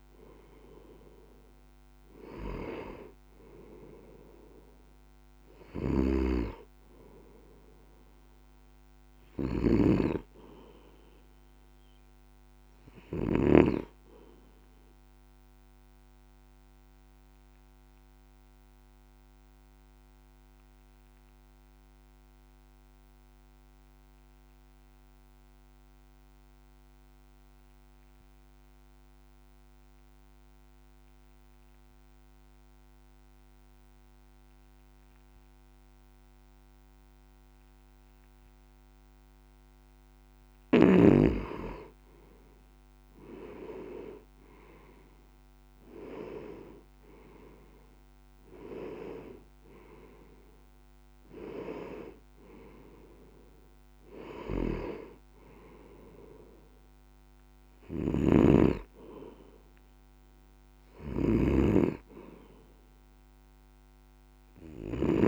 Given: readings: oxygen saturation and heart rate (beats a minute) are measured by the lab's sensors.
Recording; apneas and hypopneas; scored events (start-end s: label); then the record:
breathing in sleep by a microphone on the trachea; 1
9.00-13.50 s: snoring (device-marked)
16.50-40.50 s: obstructive apnea (oxygen 96% before, 90% lowest, heart rate 51 before, 47 extreme, up 7 after)
43.50-48.00 s: arousal
57.50-65.00 s: snoring (device-marked)
From the record:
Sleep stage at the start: N2 (light sleep); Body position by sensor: on the back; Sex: male